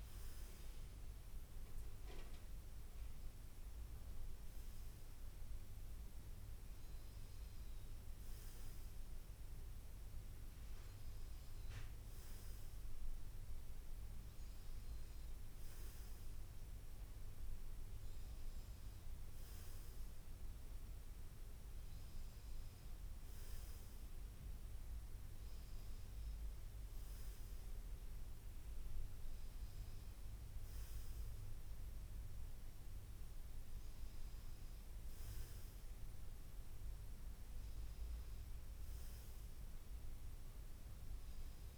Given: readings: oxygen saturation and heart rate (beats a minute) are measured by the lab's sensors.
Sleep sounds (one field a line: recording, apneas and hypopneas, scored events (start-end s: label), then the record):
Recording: breathing in sleep, hard to hear, by a room microphone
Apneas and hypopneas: none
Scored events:
none scored
From the record:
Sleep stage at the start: N2 (light sleep)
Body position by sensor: on the front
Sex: male